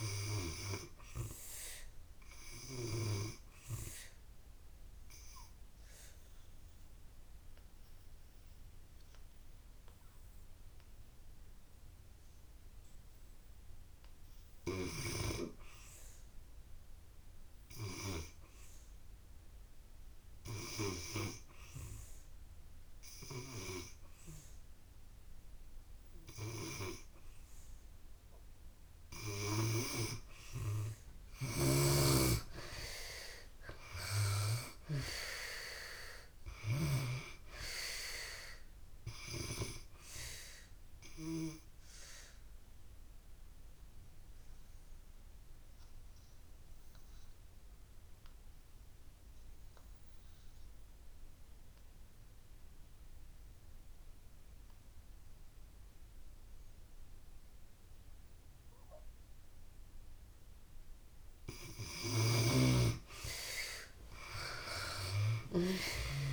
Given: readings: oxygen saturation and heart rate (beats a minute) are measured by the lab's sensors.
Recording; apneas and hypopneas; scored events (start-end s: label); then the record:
breathing in sleep by a room microphone; 2
0.00-23.00 s: oxygen desaturation (device-marked, oxygen 96% before, 76% lowest)
4.00-14.50 s: obstructive apnea (oxygen 96% before, 76% lowest)
15.50-18.00 s: arousal
29.00-45.00 s: oxygen desaturation (device-marked, oxygen 86% before, 76% lowest)
31.50-37.00 s: snoring (device-marked)
33.50-37.50 s: arousal
40.50-60.50 s: obstructive apnea (oxygen 86% before, 71% lowest)
62.50-65.50 s: arousal
64.00-66.33 s: oxygen desaturation (device-marked, oxygen 96% before, 71% lowest)
From the record:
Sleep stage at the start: N2 (light sleep); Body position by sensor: on the back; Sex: female